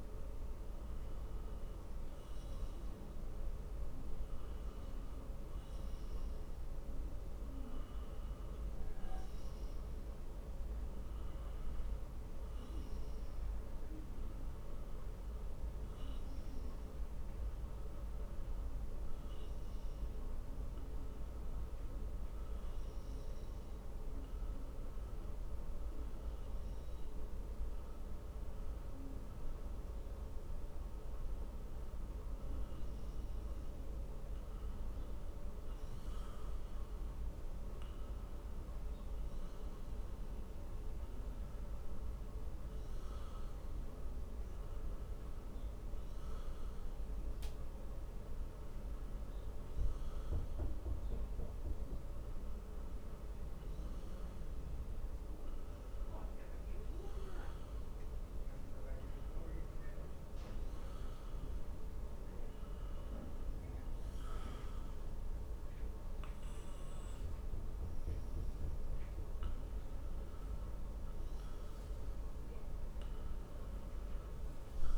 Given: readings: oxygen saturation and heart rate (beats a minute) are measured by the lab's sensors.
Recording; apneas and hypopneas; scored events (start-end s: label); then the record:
breathing in sleep, hard to hear, by a room microphone; none
27.00-74.98 s: new sleep stage, N2 (light sleep)
From the record:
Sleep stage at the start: N1 (lightest sleep); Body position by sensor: on the back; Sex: male